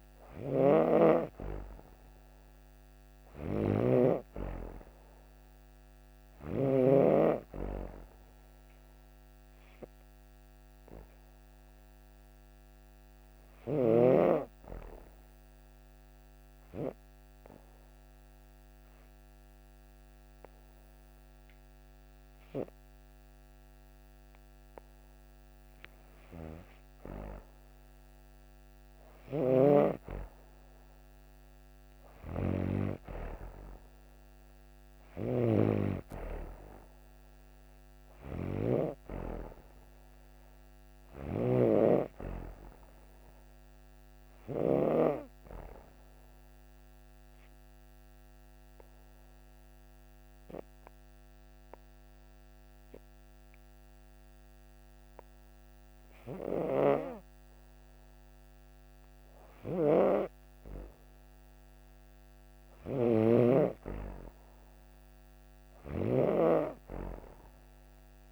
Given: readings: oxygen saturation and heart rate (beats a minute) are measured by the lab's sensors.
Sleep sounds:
breathing in sleep by a microphone on the trachea; 2
0.00-6.50 s: snoring (device-marked)
9.00-25.50 s: hypopnea (oxygen 96% before, 92% lowest)
14.00-25.00 s: oxygen desaturation (device-marked, oxygen 96% before, 93% lowest)
28.50-31.00 s: arousal
29.00-44.50 s: snoring (device-marked)
46.00-58.00 s: obstructive apnea (oxygen 95% before, 93% lowest, heart rate 56 before, 27 extreme, up 0 after)
62.50-68.31 s: snoring (device-marked)
64.50-68.00 s: arousal
From the record:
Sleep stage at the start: N2 (light sleep); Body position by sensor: on the back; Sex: female

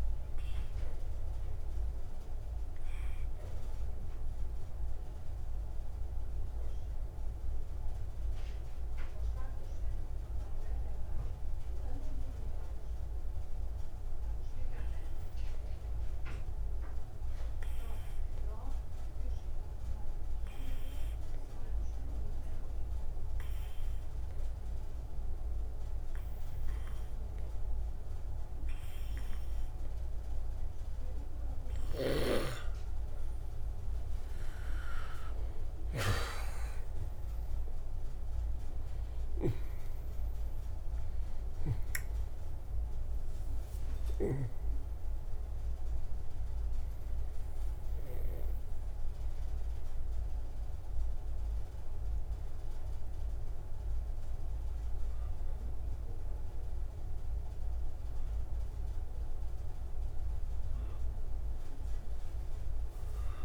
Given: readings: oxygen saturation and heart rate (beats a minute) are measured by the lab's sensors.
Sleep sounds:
breathing in sleep by a room microphone; 1
5.50-31.50 s: obstructive apnea (oxygen 98% before, 84% lowest)
10.50-21.50 s: oxygen desaturation (device-marked, oxygen 96% before, 92% lowest)
34.50-63.45 s: oxygen desaturation (device-marked, oxygen 97% before, 84% lowest)
36.50-41.50 s: arousal
From the record:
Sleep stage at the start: N2 (light sleep); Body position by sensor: on the right side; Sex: male

